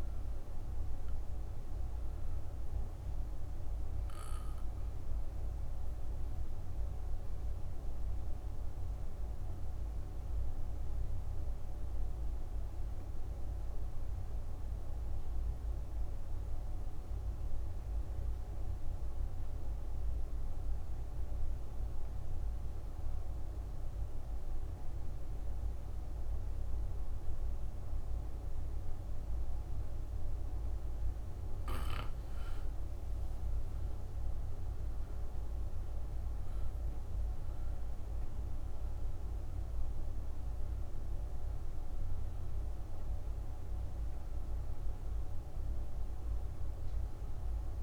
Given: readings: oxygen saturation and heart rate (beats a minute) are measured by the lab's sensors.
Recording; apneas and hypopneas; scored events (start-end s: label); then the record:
breathing in sleep, hard to hear, by a room microphone; 1
0.00-12.00 s: oxygen desaturation (device-marked, oxygen 91% lowest, heart rate 61 extreme)
7.00-30.50 s: obstructive apnea (oxygen 98% before, 83% lowest, heart rate 72 before, 58 extreme, up 8 after)
25.00-47.83 s: oxygen desaturation (device-marked, oxygen 97% before, 83% lowest, heart rate 67 before, 57 extreme)
32.00-36.50 s: arousal
From the record:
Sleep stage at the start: N2 (light sleep); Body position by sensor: on the back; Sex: female